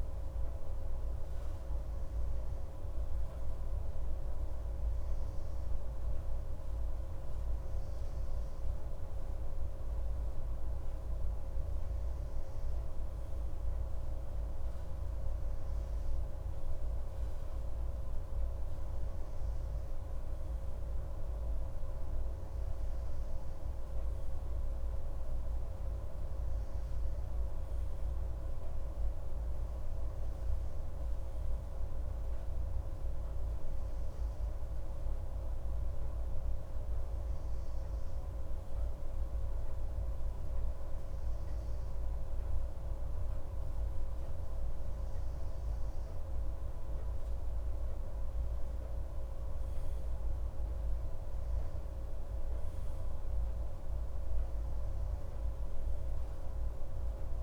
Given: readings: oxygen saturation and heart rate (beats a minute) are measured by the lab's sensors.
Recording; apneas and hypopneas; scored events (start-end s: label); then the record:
breathing in sleep, hard to hear, by a room microphone; none
none scored
From the record:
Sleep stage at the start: N2 (light sleep); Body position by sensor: on the right side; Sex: male